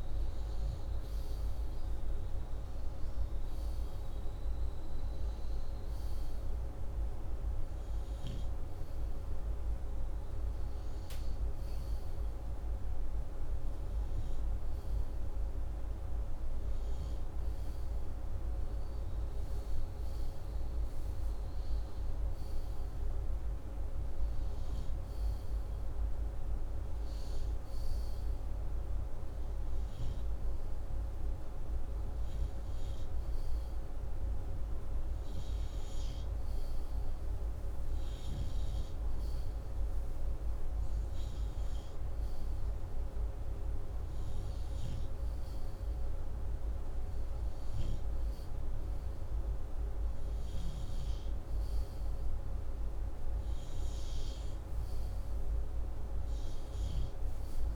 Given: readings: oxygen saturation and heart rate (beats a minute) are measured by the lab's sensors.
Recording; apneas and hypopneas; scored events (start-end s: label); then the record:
breathing in sleep, hard to hear, by a room microphone; none
none scored
From the record:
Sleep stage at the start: N2 (light sleep); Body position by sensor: upright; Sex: male